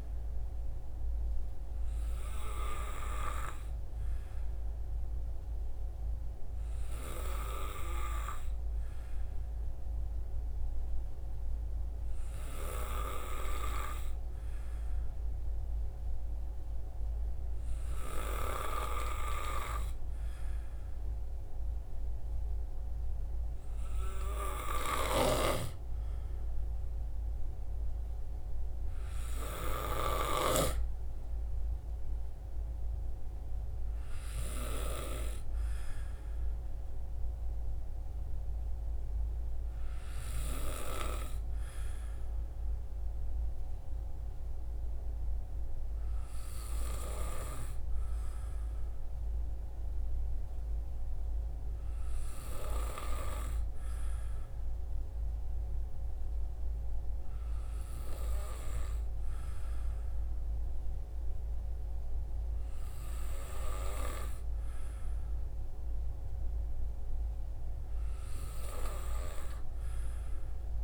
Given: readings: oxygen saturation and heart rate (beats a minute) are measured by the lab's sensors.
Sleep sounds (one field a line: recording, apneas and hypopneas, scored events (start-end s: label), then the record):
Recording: breathing in sleep by a room microphone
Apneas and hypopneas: none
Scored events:
none scored
From the record:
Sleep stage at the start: N2 (light sleep)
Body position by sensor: on the back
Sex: male